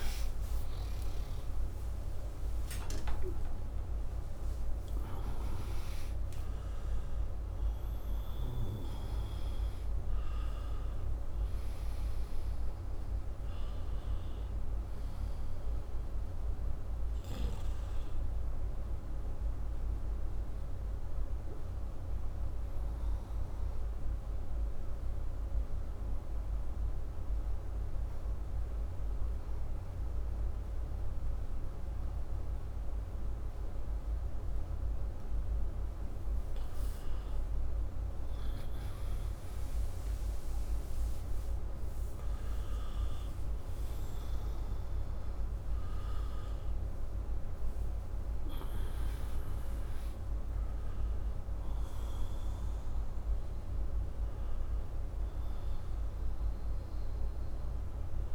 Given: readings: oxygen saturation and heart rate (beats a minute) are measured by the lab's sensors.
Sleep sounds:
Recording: a person partly awake in a sleep study, hard to hear, by a room microphone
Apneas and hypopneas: 1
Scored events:
0.00-21.00 s: oxygen desaturation (device-marked, oxygen 95% lowest)
15.00-58.35 s: new sleep stage, N1 (lightest sleep)
20.00-34.50 s: obstructive apnea (oxygen 98% before, 95% lowest, heart rate 104 before, 105 extreme, up 11 after)
36.50-40.50 s: arousal
From the record:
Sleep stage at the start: awake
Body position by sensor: upright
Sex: male

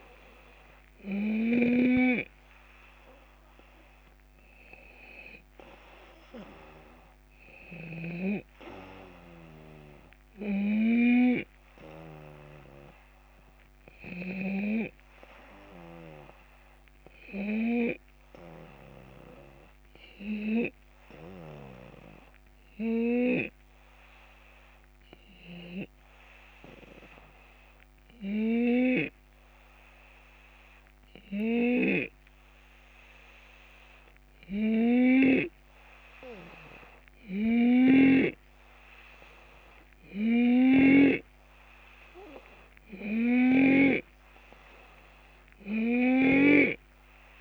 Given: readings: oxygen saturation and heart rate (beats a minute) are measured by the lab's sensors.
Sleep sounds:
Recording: breathing in sleep by a microphone on the trachea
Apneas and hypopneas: none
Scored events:
31.50-41.00 s: snoring (device-marked)
43.00-47.41 s: snoring (device-marked)
From the record:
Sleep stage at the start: N2 (light sleep)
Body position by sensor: on the left side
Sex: male

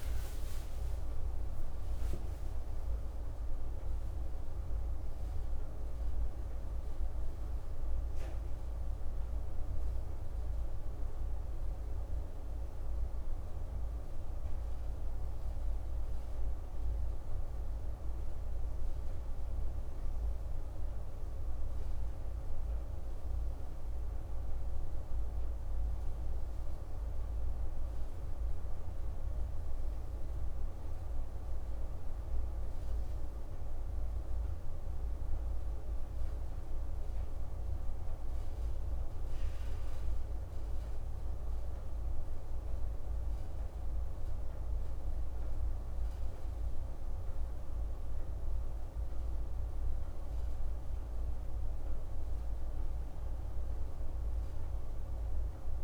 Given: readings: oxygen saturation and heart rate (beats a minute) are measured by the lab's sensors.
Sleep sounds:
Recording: a person awake in a sleep study, hard to hear, by a room microphone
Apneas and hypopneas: none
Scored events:
3.00-33.00 s: new sleep stage, awake
33.00-55.84 s: new sleep stage, N1 (lightest sleep)
From the record:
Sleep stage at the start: N1 (lightest sleep)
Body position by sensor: on the right side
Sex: male

